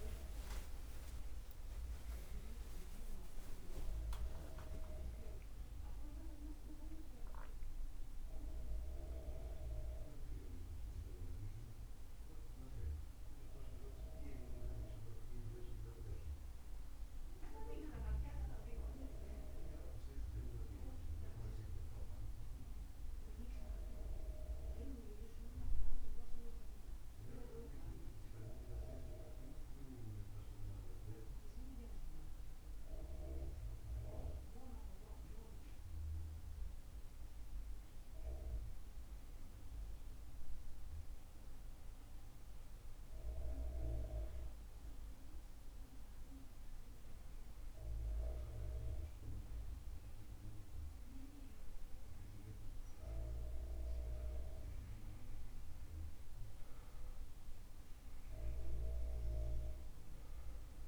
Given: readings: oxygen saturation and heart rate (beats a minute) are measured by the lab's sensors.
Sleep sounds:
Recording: breathing in sleep by a room microphone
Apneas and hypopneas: none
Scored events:
0.00-4.00 s: arousal
43.50-60.88 s: new sleep stage, N2 (light sleep)
From the record:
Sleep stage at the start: N1 (lightest sleep)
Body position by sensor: on the back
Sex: male

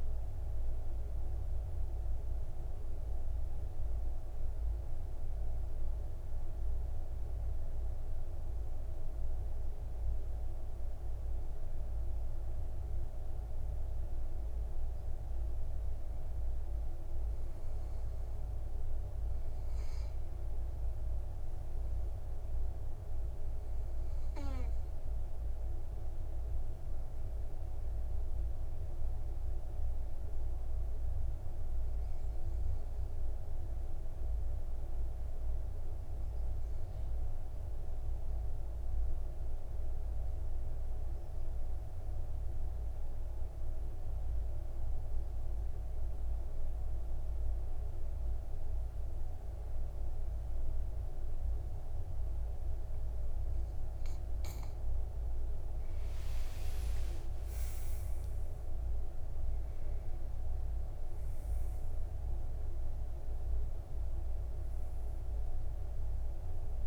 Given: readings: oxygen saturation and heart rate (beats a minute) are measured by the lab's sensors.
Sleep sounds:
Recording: breathing in sleep, hard to hear, by a room microphone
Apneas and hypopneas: 2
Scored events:
2.00-15.50 s: mixed apnea (oxygen 97% before, 88% lowest, heart rate 65 before, 51 extreme, up 7 after)
17.50-21.00 s: arousal
20.00-42.00 s: oxygen desaturation (device-marked, oxygen 98% before, 90% lowest, heart rate 56 before, 51 extreme)
34.00-54.50 s: obstructive apnea (oxygen 98% before, 88% lowest, heart rate 57 before, 52 extreme, up 31 after)
56.50-60.50 s: arousal
57.00-66.87 s: oxygen desaturation (device-marked, oxygen 98% before, 88% lowest, heart rate 56 before, 54 extreme)
From the record:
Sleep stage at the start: N2 (light sleep)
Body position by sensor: on the back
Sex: male

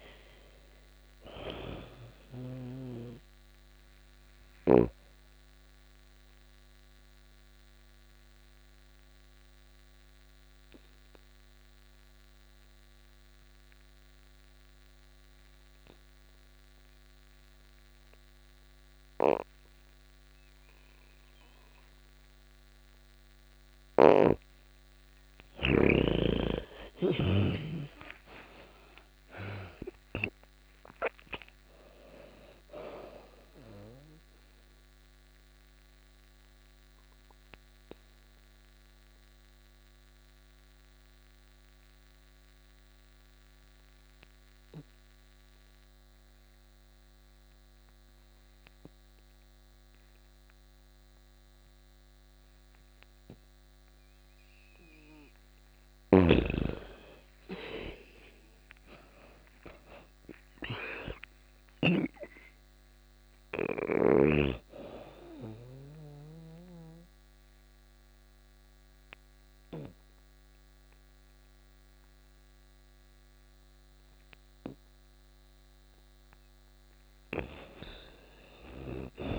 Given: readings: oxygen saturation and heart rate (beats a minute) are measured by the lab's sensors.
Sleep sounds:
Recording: breathing in sleep by a microphone on the trachea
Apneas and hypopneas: 3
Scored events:
0.00-1.00 s: arousal
0.00-2.00 s: snoring (device-marked)
0.00-16.00 s: oxygen desaturation (device-marked, oxygen 99% before, 88% lowest)
6.00-22.50 s: obstructive apnea (oxygen 99% before, 83% lowest)
23.00-26.50 s: snoring (device-marked)
24.50-29.00 s: arousal
27.00-46.00 s: oxygen desaturation (device-marked, oxygen 98% before, 83% lowest)
33.50-54.50 s: obstructive apnea (oxygen 98% before, 83% lowest)
55.00-61.00 s: snoring (device-marked)
55.50-60.00 s: arousal
58.00-77.00 s: oxygen desaturation (device-marked, oxygen 99% before, 84% lowest)
64.50-74.50 s: obstructive apnea (oxygen 99% before, 84% lowest)
77.00-79.00 s: arousal
78.00-79.39 s: snoring (device-marked)
From the record:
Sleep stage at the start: N2 (light sleep)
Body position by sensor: on the back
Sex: female

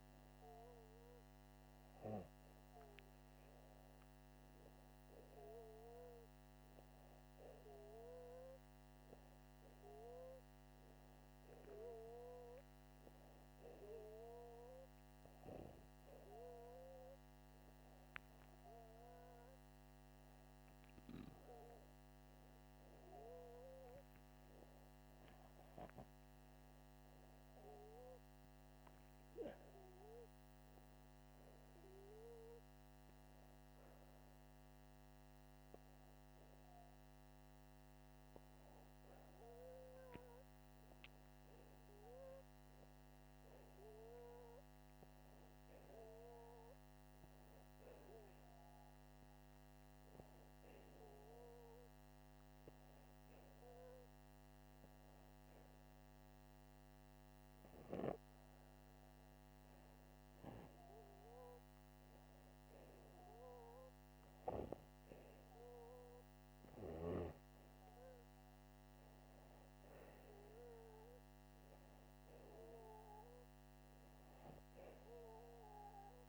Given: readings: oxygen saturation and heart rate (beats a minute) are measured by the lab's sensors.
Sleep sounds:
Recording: breathing in sleep by a microphone on the trachea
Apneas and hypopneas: none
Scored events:
none scored
From the record:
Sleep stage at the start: N2 (light sleep)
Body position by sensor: upright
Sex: male

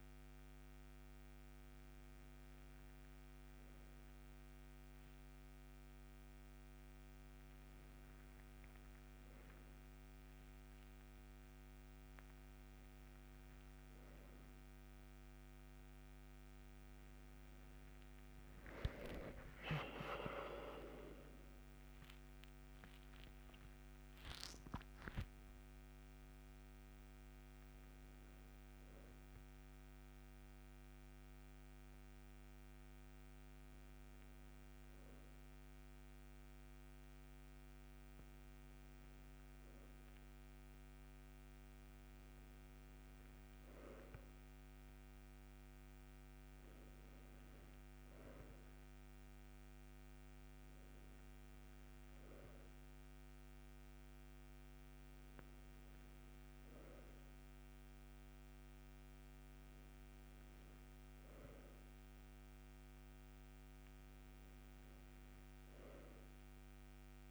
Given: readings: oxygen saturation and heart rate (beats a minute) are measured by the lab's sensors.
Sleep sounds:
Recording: breathing in sleep, hard to hear, by a microphone on the trachea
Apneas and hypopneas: none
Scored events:
13.00-67.31 s: new sleep stage, N2 (light sleep)
22.00-26.00 s: arousal
From the record:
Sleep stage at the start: N3 (deep sleep)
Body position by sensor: on the right side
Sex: male

